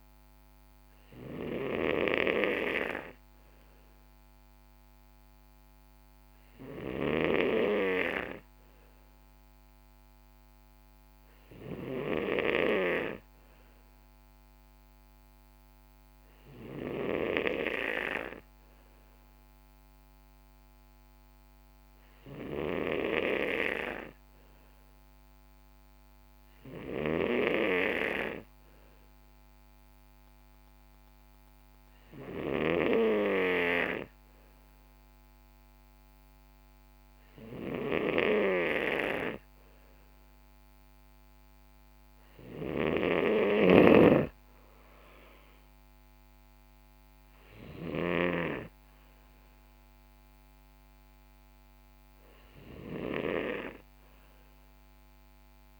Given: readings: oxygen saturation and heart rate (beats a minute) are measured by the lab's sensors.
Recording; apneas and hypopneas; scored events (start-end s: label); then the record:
breathing in sleep by a microphone on the trachea; none
none scored
From the record:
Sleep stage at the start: N3 (deep sleep); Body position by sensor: on the right side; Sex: male